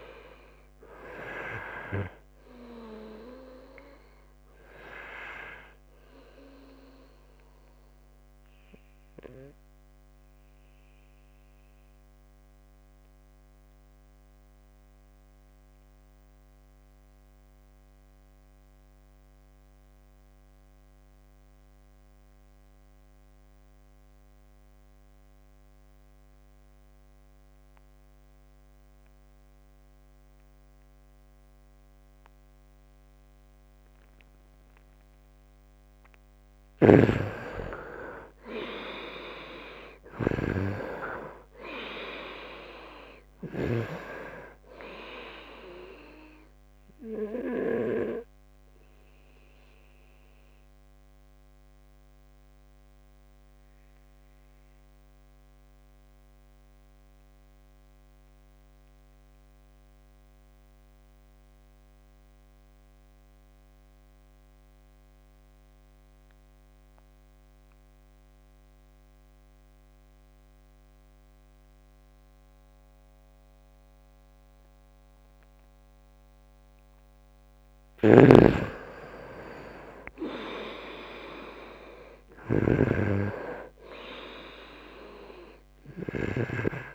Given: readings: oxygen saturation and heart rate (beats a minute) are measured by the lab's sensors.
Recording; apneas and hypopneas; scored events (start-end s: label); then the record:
breathing in sleep by a microphone on the trachea; 2
0.00-18.00 s: oxygen desaturation (device-marked, oxygen 84% lowest, heart rate 71 extreme)
10.00-35.00 s: obstructive apnea (oxygen 98% before, 84% lowest, heart rate 77 before, 69 extreme, up 7 after)
34.00-62.00 s: oxygen desaturation (device-marked, oxygen 99% before, 84% lowest, heart rate 74 before, 67 extreme)
36.00-43.50 s: snoring (device-marked)
50.50-76.50 s: obstructive apnea (oxygen 99% before, 84% lowest, heart rate 76 before, 67 extreme, up 11 after)
77.50-86.00 s: snoring (device-marked)
78.00-86.95 s: oxygen desaturation (device-marked, oxygen 98% before, 85% lowest, heart rate 73 before, 70 extreme)
79.00-83.00 s: arousal
From the record:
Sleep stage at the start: N2 (light sleep); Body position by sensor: on the right side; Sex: male